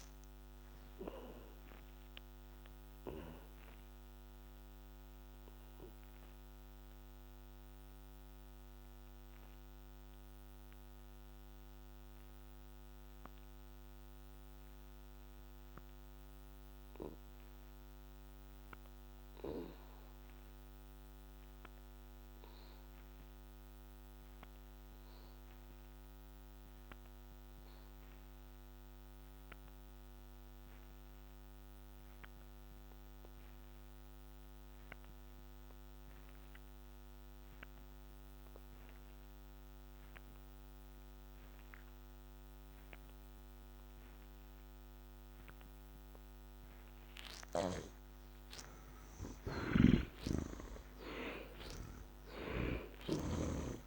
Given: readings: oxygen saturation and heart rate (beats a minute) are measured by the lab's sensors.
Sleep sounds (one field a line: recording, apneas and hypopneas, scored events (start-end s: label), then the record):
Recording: breathing in sleep by a microphone on the trachea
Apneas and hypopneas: 1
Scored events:
0.00-24.00 s: oxygen desaturation (device-marked, oxygen 57% lowest, heart rate 61 extreme)
1.00-44.50 s: obstructive apnea (oxygen 93% before, 57% lowest, heart rate 72 before, 61 extreme, up 19 after)
26.00-53.87 s: oxygen desaturation (device-marked, oxygen 87% before, 63% lowest, heart rate 65 before, 65 extreme)
48.00-52.50 s: arousal
49.50-53.00 s: snoring (device-marked)
From the record:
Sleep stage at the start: N2 (light sleep)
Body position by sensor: on the back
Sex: male